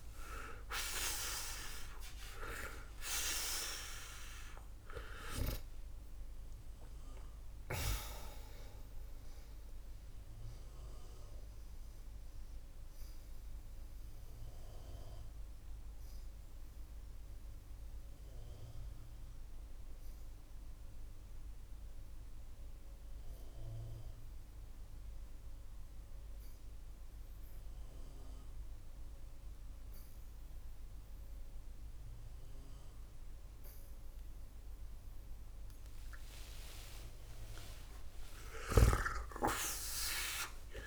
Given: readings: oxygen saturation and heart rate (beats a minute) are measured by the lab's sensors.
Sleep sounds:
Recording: breathing in sleep by a room microphone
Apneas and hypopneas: 1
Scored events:
7.00-36.00 s: oxygen desaturation (device-marked, oxygen 92% before, 81% lowest, heart rate 123 before, 47 extreme)
10.00-36.50 s: obstructive apnea (oxygen 94% before, 80% lowest, heart rate 123 before, 47 extreme)
38.00-40.87 s: snoring (device-marked)
39.50-40.87 s: arousal
From the record:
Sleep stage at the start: N2 (light sleep)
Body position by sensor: on the back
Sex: male

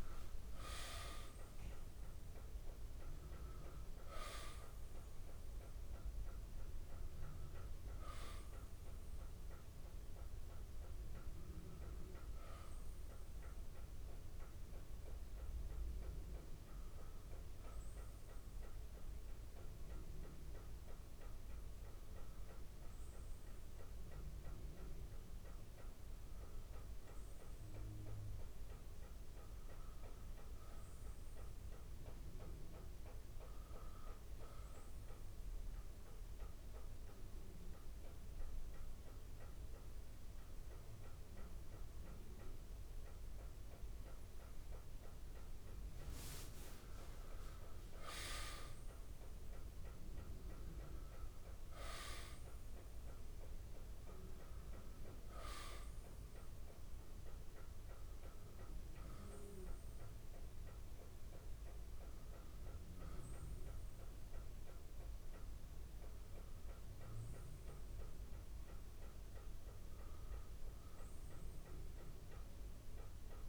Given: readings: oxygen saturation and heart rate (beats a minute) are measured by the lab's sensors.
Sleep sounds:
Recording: breathing in sleep by a room microphone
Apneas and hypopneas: 1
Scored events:
0.00-18.50 s: oxygen desaturation (device-marked, oxygen 91% lowest)
14.50-73.48 s: new sleep stage, N2 (light sleep)
20.50-43.50 s: hypopnea (oxygen 96% before, 89% lowest, heart rate 73 before, 68 extreme, up 22 after)
37.50-67.50 s: oxygen desaturation (device-marked, oxygen 96% before, 89% lowest, heart rate 68 before, 67 extreme)
46.50-51.00 s: arousal
From the record:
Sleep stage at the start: N1 (lightest sleep)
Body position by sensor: on the back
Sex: male

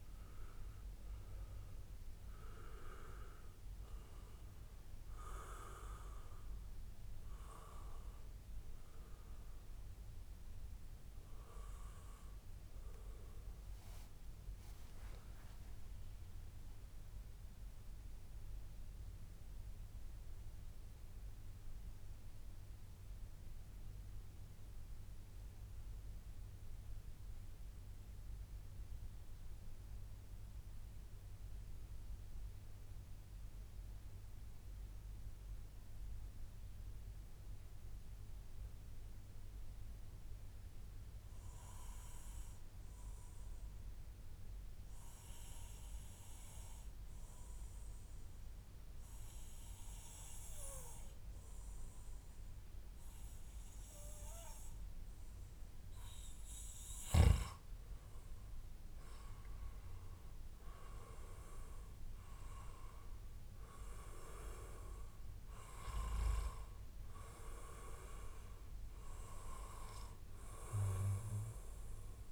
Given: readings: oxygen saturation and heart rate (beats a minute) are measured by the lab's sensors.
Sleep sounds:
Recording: breathing in sleep by a room microphone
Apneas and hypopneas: 1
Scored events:
3.50-21.50 s: oxygen desaturation (device-marked, oxygen 95% before, 91% lowest, heart rate 141 before, 93 extreme)
17.50-54.50 s: mixed apnea (oxygen 96% before, 90% lowest, heart rate 136 before, 87 extreme, up 29 after)
25.00-27.00 s: long interval between heartbeats (device-marked, heart rate 126 before, 93 extreme)
36.50-38.50 s: long interval between heartbeats (device-marked, heart rate 107 before, 107 extreme)
43.50-45.50 s: long interval between heartbeats (device-marked, heart rate 104 before, 99 extreme)
46.50-72.32 s: oxygen desaturation (device-marked, oxygen 99% before, 90% lowest, heart rate 105 before, 87 extreme)
47.00-49.00 s: long interval between heartbeats (device-marked, heart rate 105 before, 96 extreme)
52.50-54.50 s: long interval between heartbeats (device-marked, heart rate 102 before, 96 extreme)
56.50-60.50 s: arousal
From the record:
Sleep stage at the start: REM sleep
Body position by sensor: on the back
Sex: male

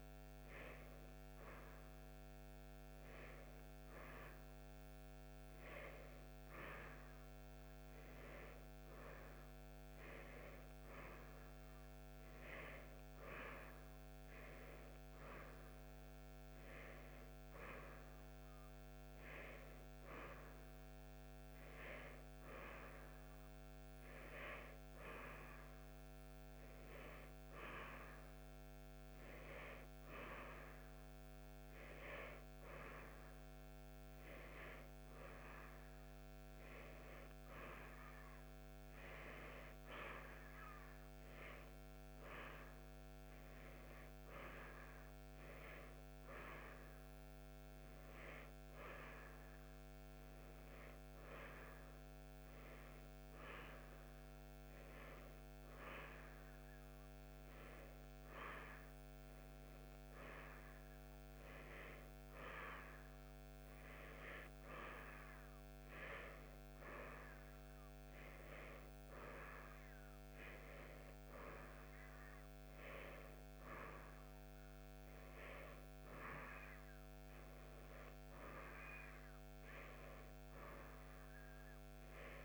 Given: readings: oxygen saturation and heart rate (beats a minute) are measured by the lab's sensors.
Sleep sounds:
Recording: breathing in sleep by a microphone on the trachea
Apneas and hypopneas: none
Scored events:
none scored
From the record:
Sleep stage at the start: N1 (lightest sleep)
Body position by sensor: on the right side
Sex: female

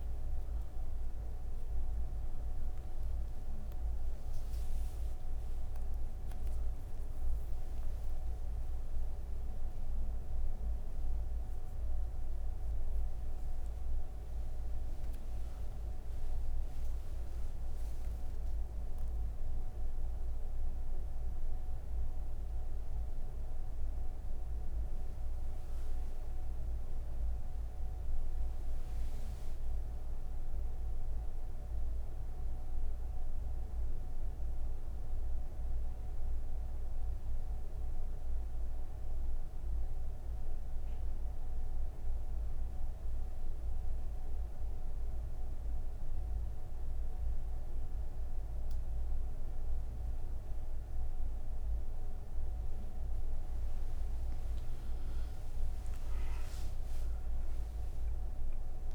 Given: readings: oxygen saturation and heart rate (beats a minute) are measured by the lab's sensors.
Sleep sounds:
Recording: breathing in sleep, hard to hear, by a room microphone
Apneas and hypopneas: 1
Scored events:
36.50-54.00 s: obstructive apnea (oxygen 97% before, 89% lowest, heart rate 70 before, 46 extreme, up 21 after)
51.50-58.95 s: new sleep stage, N1 (lightest sleep)
From the record:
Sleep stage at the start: N3 (deep sleep)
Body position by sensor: on the right side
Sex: female

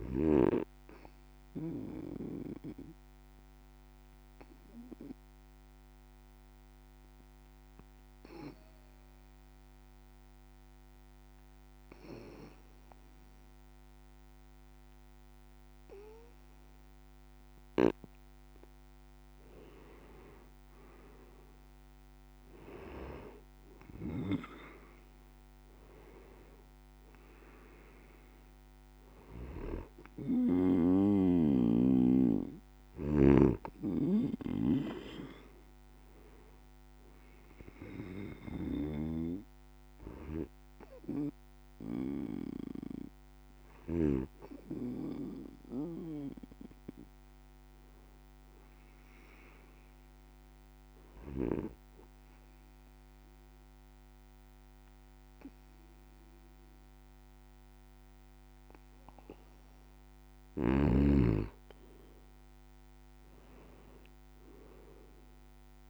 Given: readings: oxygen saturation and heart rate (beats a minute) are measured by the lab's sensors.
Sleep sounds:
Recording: breathing in sleep by a microphone on the trachea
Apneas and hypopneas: 2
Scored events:
2.00-17.00 s: obstructive apnea (oxygen 96% before, 94% lowest)
19.50-23.00 s: arousal
47.00-49.50 s: arousal
51.00-61.00 s: obstructive apnea (oxygen 96% before, 94% lowest, heart rate 47 before, 34 extreme, up 0 after)
64.00-65.90 s: arousal
From the record:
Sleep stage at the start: N2 (light sleep)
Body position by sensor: on the back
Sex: male

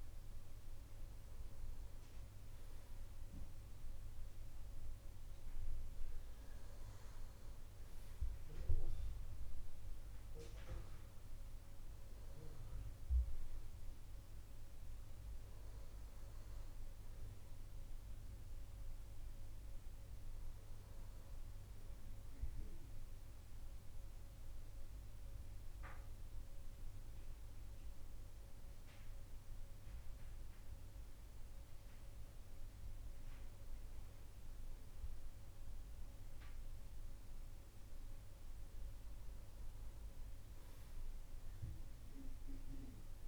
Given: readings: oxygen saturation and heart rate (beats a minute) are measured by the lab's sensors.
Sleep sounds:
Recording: breathing in sleep, hard to hear, by a room microphone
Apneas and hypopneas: none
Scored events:
none scored
From the record:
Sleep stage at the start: N2 (light sleep)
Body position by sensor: on the right side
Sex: male

